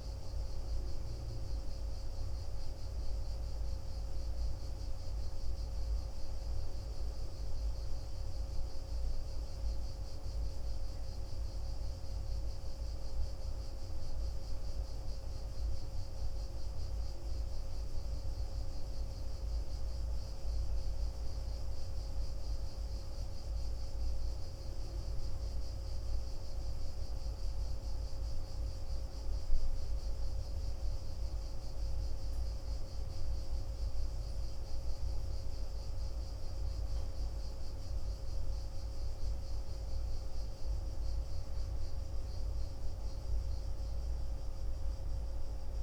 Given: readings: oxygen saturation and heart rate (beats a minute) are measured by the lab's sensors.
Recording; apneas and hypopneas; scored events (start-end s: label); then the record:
breathing in sleep, hard to hear, by a room microphone; none
none scored
From the record:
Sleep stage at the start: N1 (lightest sleep); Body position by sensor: on the back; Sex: male